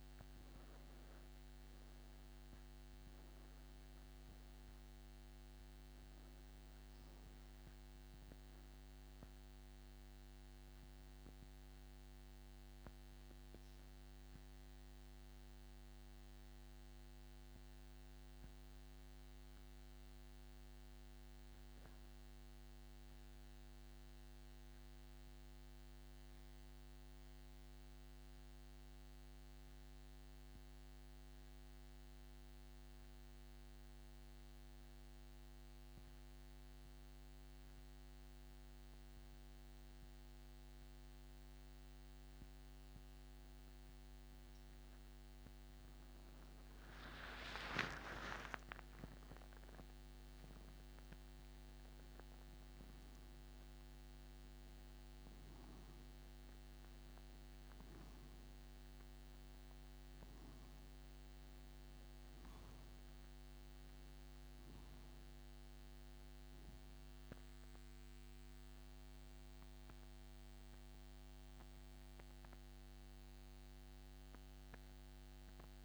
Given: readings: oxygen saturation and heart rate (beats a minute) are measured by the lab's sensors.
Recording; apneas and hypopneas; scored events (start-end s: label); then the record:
breathing in sleep, hard to hear, by a microphone on the trachea; 1
0.00-35.50 s: oxygen desaturation (device-marked, oxygen 89% lowest, heart rate 70 extreme)
13.00-44.00 s: central apnea (oxygen 97% before, 87% lowest, heart rate 83 before, 70 extreme, up 35 after)
47.50-52.00 s: arousal
70.50-75.85 s: oxygen desaturation (device-marked, oxygen 94% before, 87% lowest, heart rate 94 before, 70 extreme)
From the record:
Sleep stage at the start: N2 (light sleep); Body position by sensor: on the back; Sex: male